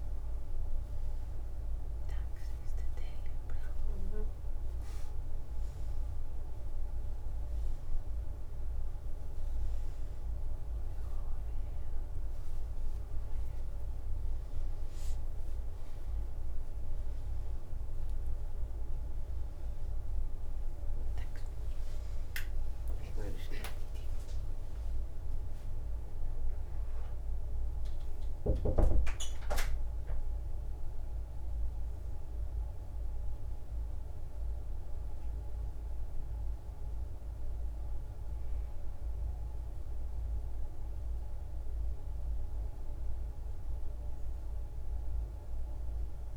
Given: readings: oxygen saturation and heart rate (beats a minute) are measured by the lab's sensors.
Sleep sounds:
a person awake in a sleep study, hard to hear, by a room microphone; none
42.00-46.37 s: new sleep stage, N1 (lightest sleep)
From the record:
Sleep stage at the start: awake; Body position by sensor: on the back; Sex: female

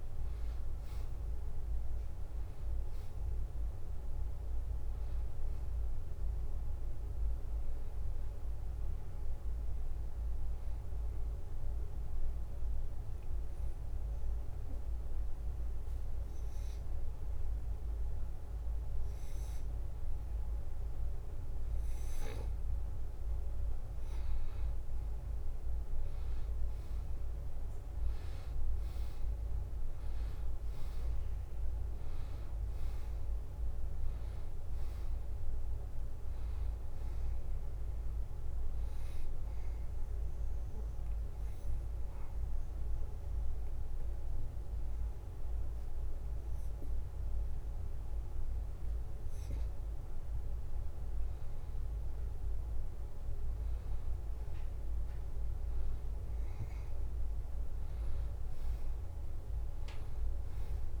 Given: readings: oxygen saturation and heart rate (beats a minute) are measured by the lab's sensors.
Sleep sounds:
breathing in sleep, hard to hear, by a room microphone; 2
0.00-6.00 s: drop in pulse transit time (device-marked, heart rate 76 extreme)
0.00-17.00 s: oxygen desaturation (device-marked, oxygen 87% lowest, heart rate 70 extreme)
11.00-24.00 s: obstructive apnea (oxygen 95% before, 89% lowest, heart rate 77 before, 70 extreme, up 3 after)
27.00-32.50 s: arousal
33.00-50.00 s: oxygen desaturation (device-marked, oxygen 96% before, 89% lowest, heart rate 72 before, 71 extreme)
41.00-52.50 s: obstructive apnea (oxygen 96% before, 89% lowest, heart rate 73 before, 71 extreme, up 2 after)
57.00-61.00 s: arousal
From the record:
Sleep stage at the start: N2 (light sleep); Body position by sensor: on the back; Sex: male

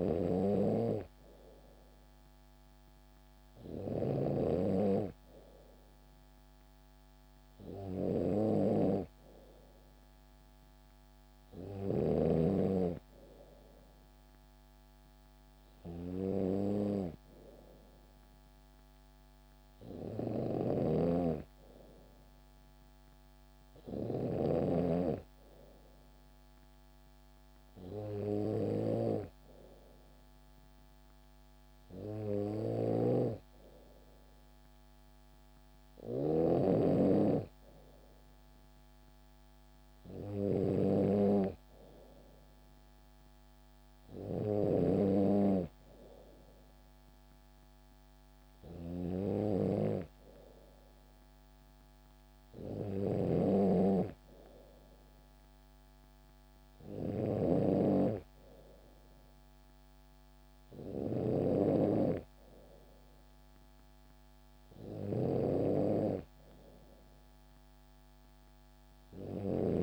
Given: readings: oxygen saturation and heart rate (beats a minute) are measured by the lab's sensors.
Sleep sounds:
breathing in sleep by a microphone on the trachea; none
19.50-69.50 s: snoring (device-marked)
67.00-69.82 s: bradycardia (device-marked, heart rate 69 before, 58 extreme)
From the record:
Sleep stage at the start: N2 (light sleep); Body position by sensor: on the back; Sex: female

